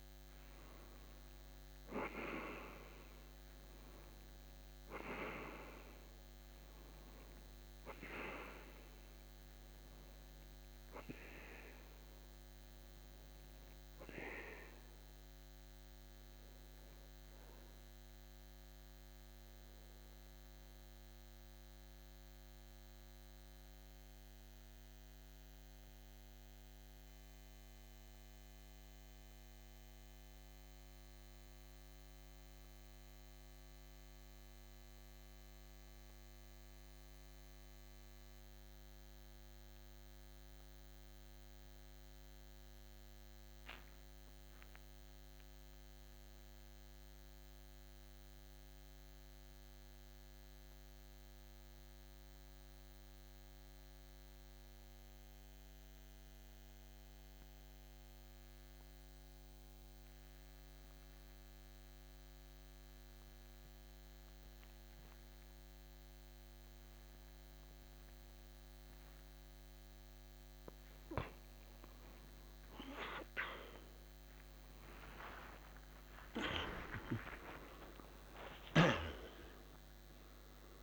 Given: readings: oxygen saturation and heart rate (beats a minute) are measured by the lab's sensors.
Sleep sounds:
breathing in sleep by a microphone on the trachea; 1
0.00-38.50 s: oxygen desaturation (device-marked, oxygen 86% lowest, heart rate 51 extreme)
16.50-72.00 s: mixed apnea (oxygen 95% before, 86% lowest, heart rate 56 before, 51 extreme, up 51 after)
66.50-80.83 s: oxygen desaturation (device-marked, oxygen 96% before, 92% lowest, heart rate 53 before, 53 extreme)
74.50-79.00 s: arousal
76.50-79.50 s: tachycardia (device-marked, heart rate 57 before, 97 extreme)
From the record:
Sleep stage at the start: N2 (light sleep); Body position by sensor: on the back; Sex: male

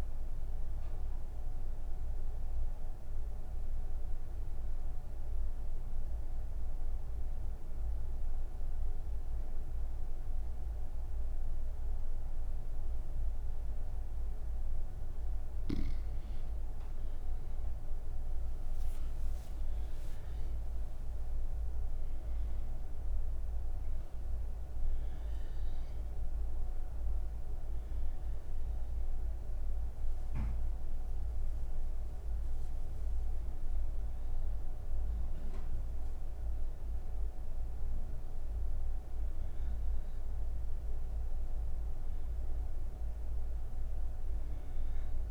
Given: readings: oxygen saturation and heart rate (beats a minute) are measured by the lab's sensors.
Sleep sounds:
breathing in sleep, hard to hear, by a room microphone; none
17.00-38.00 s: oxygen desaturation (device-marked, oxygen 98% before, 94% lowest)
43.00-45.31 s: oxygen desaturation (device-marked, oxygen 95% before, 90% lowest)
From the record:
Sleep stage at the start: N1 (lightest sleep); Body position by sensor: on the right side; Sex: female

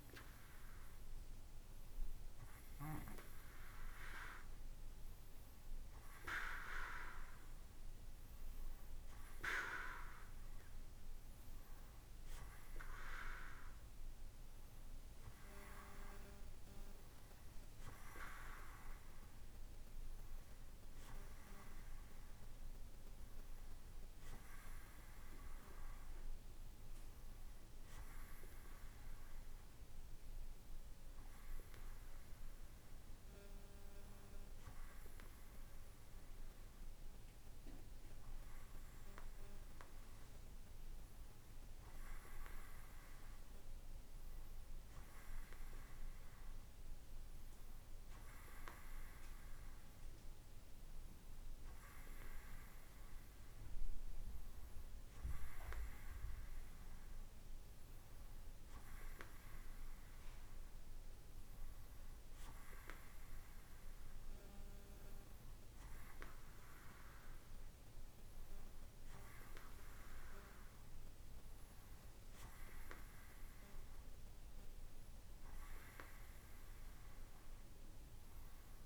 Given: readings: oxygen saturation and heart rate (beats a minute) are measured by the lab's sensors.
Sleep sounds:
breathing in sleep by a room microphone; none
none scored
From the record:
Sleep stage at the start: N2 (light sleep); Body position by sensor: on the right side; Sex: male

